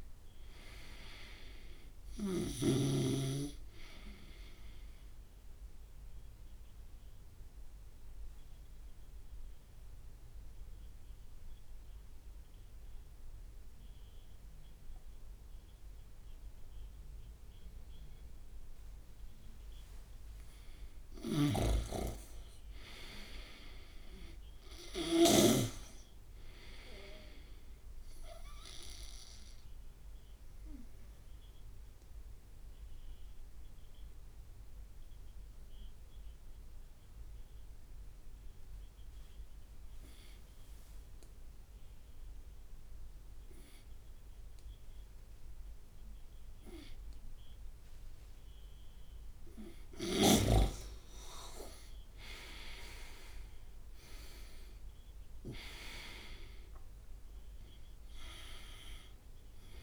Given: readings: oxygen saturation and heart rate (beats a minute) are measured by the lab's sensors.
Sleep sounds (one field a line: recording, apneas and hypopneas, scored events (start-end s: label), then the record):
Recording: breathing in sleep by a room microphone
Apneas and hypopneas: 2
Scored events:
0.00-2.00 s: arousal
0.00-3.00 s: snoring (device-marked)
6.50-20.50 s: oxygen desaturation (device-marked, oxygen 98% before, 92% lowest)
7.00-20.50 s: obstructive apnea (oxygen 98% before, 88% lowest)
21.50-26.00 s: snoring (device-marked)
23.00-26.50 s: arousal
30.50-48.00 s: obstructive apnea (oxygen 98% before, 88% lowest)
51.00-55.50 s: arousal
56.50-59.83 s: oxygen desaturation (device-marked, oxygen 97% before, 92% lowest)
From the record:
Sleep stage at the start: N2 (light sleep)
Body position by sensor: on the right side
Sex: male